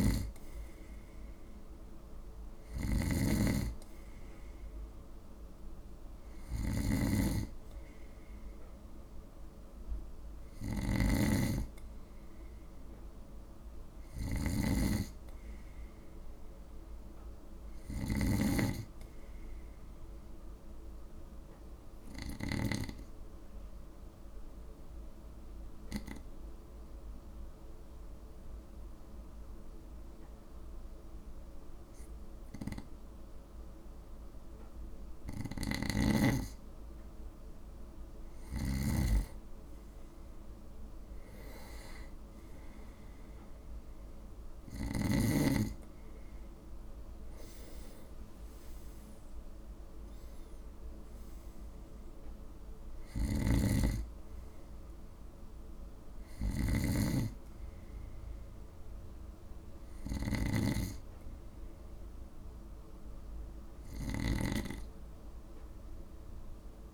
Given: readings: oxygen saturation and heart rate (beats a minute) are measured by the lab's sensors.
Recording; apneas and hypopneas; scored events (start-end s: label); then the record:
breathing in sleep by a room microphone; 1
0.00-22.50 s: snoring (device-marked)
15.00-18.50 s: arousal
21.00-36.00 s: obstructive apnea (oxygen 96% before, 94% lowest, heart rate 56 before, 52 extreme, up 8 after)
35.50-45.00 s: snoring (device-marked)
36.50-39.50 s: arousal
53.00-66.94 s: snoring (device-marked)
From the record:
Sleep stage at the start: N2 (light sleep); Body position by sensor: on the right side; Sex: male